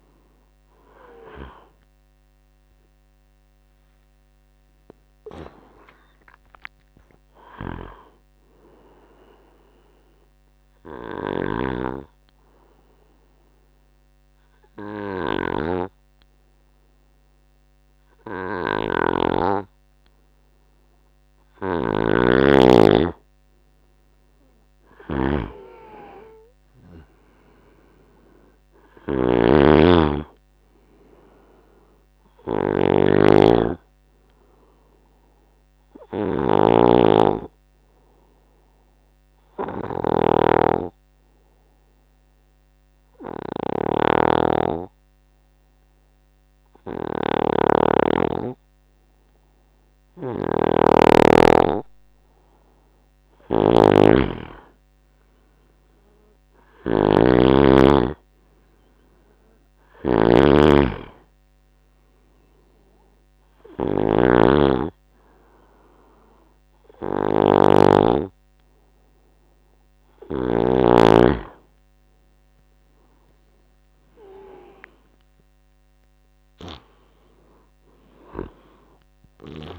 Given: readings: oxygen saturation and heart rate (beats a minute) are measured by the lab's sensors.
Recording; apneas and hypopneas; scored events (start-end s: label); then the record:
breathing in sleep by a microphone on the trachea; 2
6.00-17.00 s: oxygen desaturation (device-marked, oxygen 97% before, 94% lowest, heart rate 74 before, 63 extreme)
11.00-21.50 s: hypopnea (oxygen 98% before, 94% lowest, heart rate 80 before, 63 extreme, up 7 after)
11.00-70.50 s: snoring (device-marked)
31.00-47.00 s: oxygen desaturation (device-marked, oxygen 98% before, 94% lowest, heart rate 69 before, 64 extreme)
37.00-50.00 s: hypopnea (oxygen 98% before, 94% lowest, heart rate 67 before, 64 extreme, up 10 after)
54.50-59.00 s: arousal
72.00-77.00 s: tachycardia (device-marked, heart rate 74 before, 109 extreme)
From the record:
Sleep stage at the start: N2 (light sleep); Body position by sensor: on the right side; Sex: male